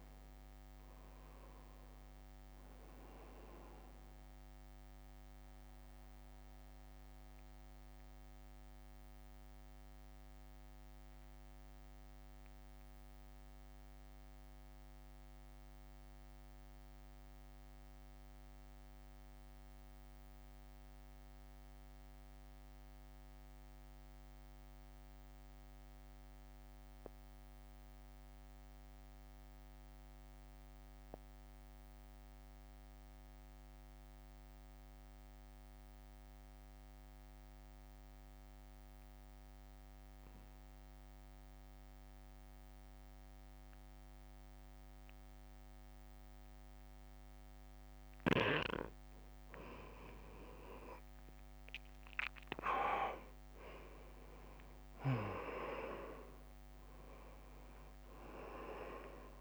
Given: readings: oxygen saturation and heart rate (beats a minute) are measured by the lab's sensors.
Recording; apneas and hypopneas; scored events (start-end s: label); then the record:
breathing in sleep by a microphone on the trachea; 1
0.00-17.50 s: oxygen desaturation (device-marked, oxygen 91% lowest, heart rate 58 extreme)
5.00-47.00 s: mixed apnea (oxygen 99% before, 86% lowest, heart rate 62 before, 58 extreme, up 5 after)
35.50-59.41 s: oxygen desaturation (device-marked, oxygen 97% before, 87% lowest, heart rate 63 before, 58 extreme)
51.00-55.50 s: arousal
From the record:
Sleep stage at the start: N2 (light sleep); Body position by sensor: on the right side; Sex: male